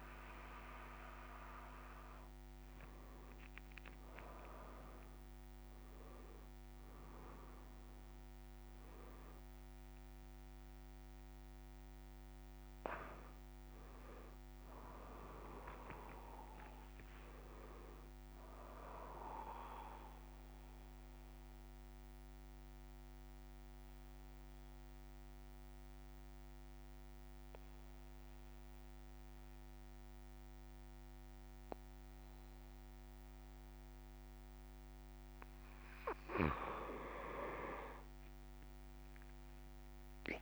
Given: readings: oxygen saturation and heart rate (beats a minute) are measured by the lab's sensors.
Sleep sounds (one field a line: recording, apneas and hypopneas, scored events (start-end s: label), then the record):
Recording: breathing in sleep by a microphone on the trachea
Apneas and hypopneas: 1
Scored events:
0.00-19.50 s: oxygen desaturation (device-marked, oxygen 94% lowest)
19.50-36.00 s: central apnea (oxygen 99% before, 92% lowest)
From the record:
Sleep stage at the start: N3 (deep sleep)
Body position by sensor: on the back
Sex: male